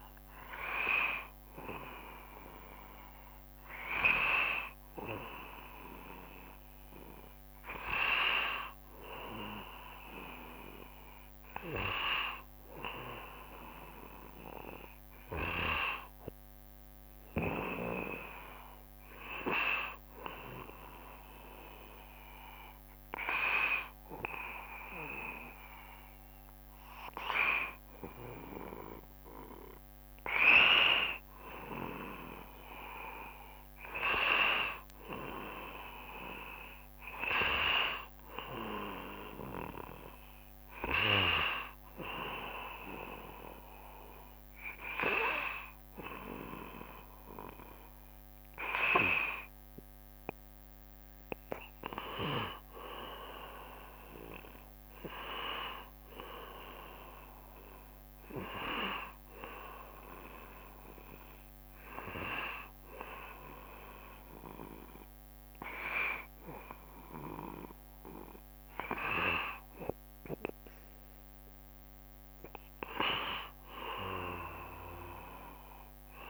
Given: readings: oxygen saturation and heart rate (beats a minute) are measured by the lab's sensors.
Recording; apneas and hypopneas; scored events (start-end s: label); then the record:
breathing in sleep by a microphone on the trachea; none
71.50-76.00 s: arousal
From the record:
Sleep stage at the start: N1 (lightest sleep); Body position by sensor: on the right side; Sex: male